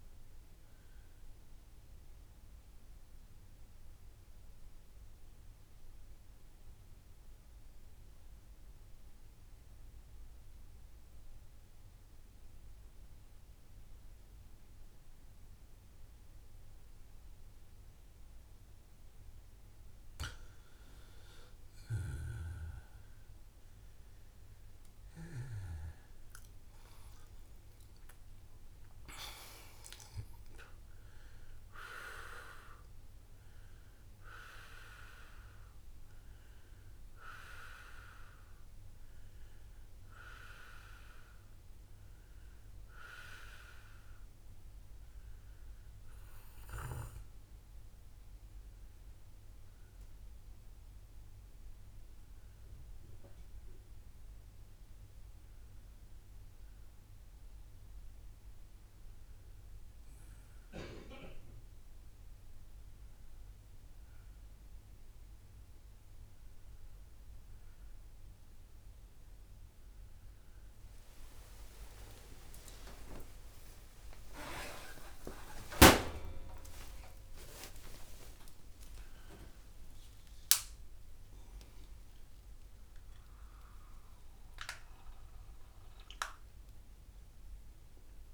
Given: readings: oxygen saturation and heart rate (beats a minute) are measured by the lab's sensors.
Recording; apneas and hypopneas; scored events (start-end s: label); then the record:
a person partly awake in a sleep study, by a room microphone; 2
3.00-19.00 s: obstructive apnea (oxygen 97% before, 89% lowest, heart rate 57 before, 55 extreme, up 9 after)
21.00-53.00 s: oxygen desaturation (device-marked, oxygen 95% before, 89% lowest, heart rate 57 before, 59 extreme)
22.00-28.50 s: arousal
34.00-45.00 s: obstructive apnea (oxygen 96% before, 89% lowest, heart rate 61 before, 59 extreme, up 1 after)
47.00-88.34 s: new sleep stage, awake
From the record:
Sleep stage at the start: N2 (light sleep); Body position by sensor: on the back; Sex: male